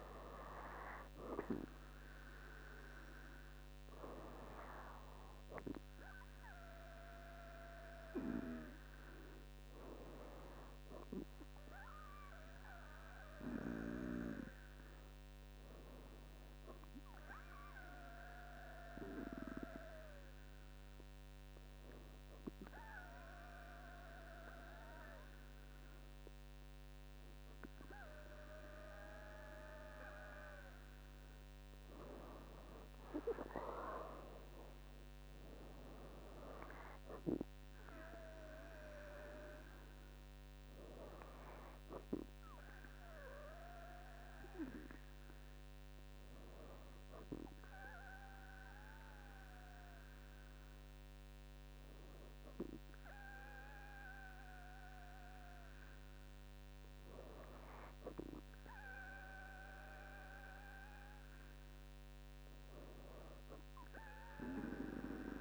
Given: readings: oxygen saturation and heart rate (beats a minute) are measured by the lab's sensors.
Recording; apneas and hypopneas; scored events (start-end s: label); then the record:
breathing in sleep by a microphone on the trachea; 2
16.00-31.00 s: hypopnea (oxygen 97% before, 97% lowest, heart rate 69 before, 63 extreme, up 4 after)
33.50-37.50 s: arousal
45.50-59.00 s: hypopnea (oxygen 98% before, 97% lowest, heart rate 68 before, 63 extreme, up 5 after)
From the record:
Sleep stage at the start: N2 (light sleep); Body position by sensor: on the back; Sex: female